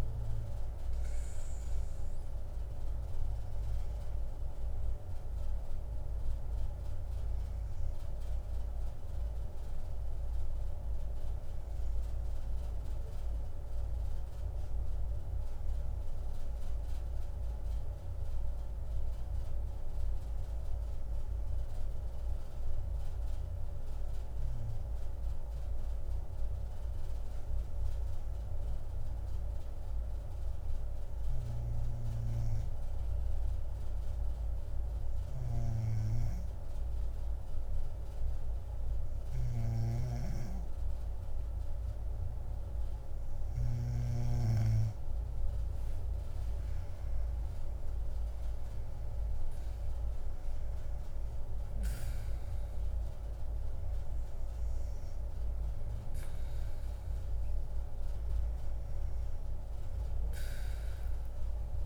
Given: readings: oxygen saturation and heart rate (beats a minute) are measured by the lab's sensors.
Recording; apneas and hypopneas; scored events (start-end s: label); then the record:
breathing in sleep, hard to hear, by a room microphone; 1
0.00-1.50 s: oxygen desaturation (device-marked, oxygen 89% lowest, heart rate 64 extreme)
16.00-41.00 s: obstructive apnea (oxygen 97% before, 91% lowest, heart rate 67 before, 64 extreme, up 8 after)
29.50-61.86 s: oxygen desaturation (device-marked, oxygen 96% before, 91% lowest, heart rate 69 before, 64 extreme)
39.50-44.50 s: snoring (device-marked)
45.50-49.00 s: arousal
From the record:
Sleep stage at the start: N2 (light sleep); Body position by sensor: on the back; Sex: female